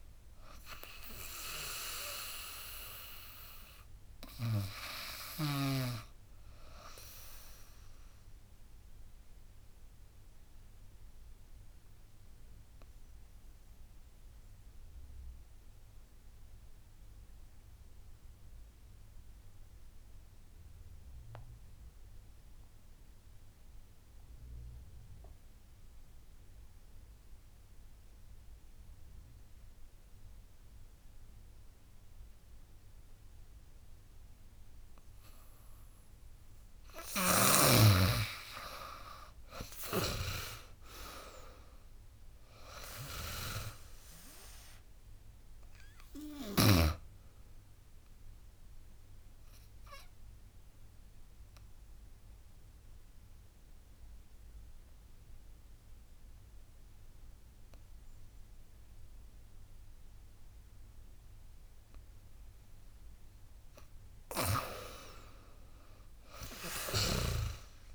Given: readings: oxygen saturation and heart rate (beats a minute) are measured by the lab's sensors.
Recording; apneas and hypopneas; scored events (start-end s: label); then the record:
breathing in sleep by a room microphone; 2
0.00-6.00 s: drop in pulse transit time (device-marked, heart rate 78 extreme)
0.00-17.00 s: oxygen desaturation (device-marked, oxygen 90% lowest, heart rate 71 extreme)
9.00-35.00 s: obstructive apnea (oxygen 99% before, 85% lowest, heart rate 83 before, 74 extreme, up 11 after)
30.00-63.00 s: oxygen desaturation (device-marked, oxygen 99% before, 85% lowest, heart rate 76 before, 69 extreme)
35.00-52.00 s: drop in pulse transit time (device-marked, heart rate 78 before, 78 extreme)
37.50-42.00 s: arousal
49.00-62.50 s: obstructive apnea (oxygen 99% before, 85% lowest, heart rate 83 before, 69 extreme, up 13 after)
64.50-67.00 s: arousal
66.00-67.95 s: drop in pulse transit time (device-marked, heart rate 80 before, 75 extreme)
From the record:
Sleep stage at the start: N2 (light sleep); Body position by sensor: on the back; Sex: female